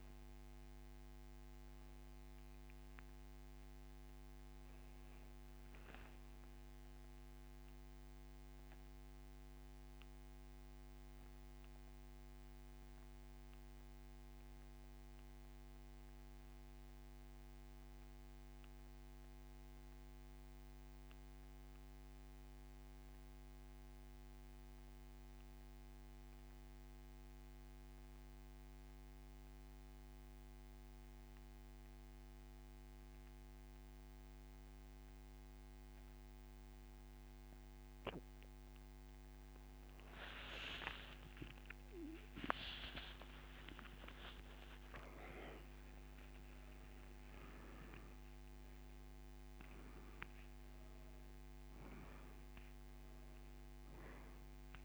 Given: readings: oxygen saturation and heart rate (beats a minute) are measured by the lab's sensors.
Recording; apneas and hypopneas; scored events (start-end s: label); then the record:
breathing in sleep by a microphone on the trachea; 1
0.50-37.50 s: oxygen desaturation (device-marked, oxygen 97% before, 86% lowest)
8.50-38.50 s: central apnea (oxygen 97% before, 84% lowest)
41.00-44.50 s: arousal
From the record:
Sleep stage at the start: N2 (light sleep); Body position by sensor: on the back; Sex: male